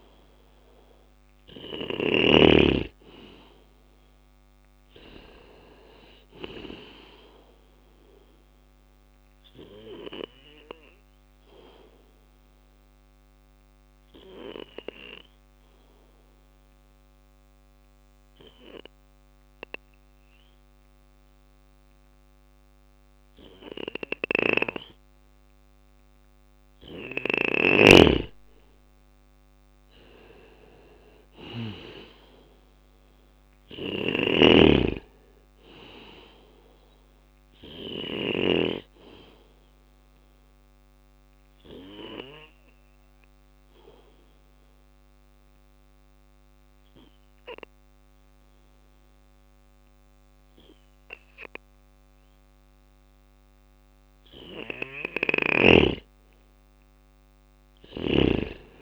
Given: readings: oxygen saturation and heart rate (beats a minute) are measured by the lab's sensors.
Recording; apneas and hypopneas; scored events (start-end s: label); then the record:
breathing in sleep by a microphone on the trachea; 2
0.00-1.00 s: snoring (device-marked)
0.00-1.50 s: arousal
0.00-23.50 s: bradycardia (device-marked, heart rate 54 extreme)
7.50-25.00 s: obstructive apnea (oxygen 99% before, 92% lowest, heart rate 58 before, 55 extreme, up 4 after)
10.50-21.50 s: oxygen desaturation (device-marked, oxygen 98% before, 94% lowest, heart rate 58 before, 56 extreme)
23.00-30.50 s: snoring (device-marked)
27.00-30.00 s: arousal
27.50-40.50 s: drop in pulse transit time (device-marked, heart rate 57 before, 59 extreme)
29.50-31.50 s: bradycardia (device-marked, heart rate 60 before, 60 extreme)
29.50-51.50 s: oxygen desaturation (device-marked, oxygen 98% before, 92% lowest, heart rate 57 before, 56 extreme)
32.50-37.50 s: snoring (device-marked)
36.50-54.50 s: bradycardia (device-marked, heart rate 60 before, 56 extreme)
37.00-54.50 s: obstructive apnea (oxygen 98% before, 92% lowest, heart rate 59 before, 56 extreme, up 7 after)
56.00-58.82 s: arousal
57.50-58.82 s: drop in pulse transit time (device-marked, heart rate 58 before, 60 extreme)
From the record:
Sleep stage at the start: N2 (light sleep); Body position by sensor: on the back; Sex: male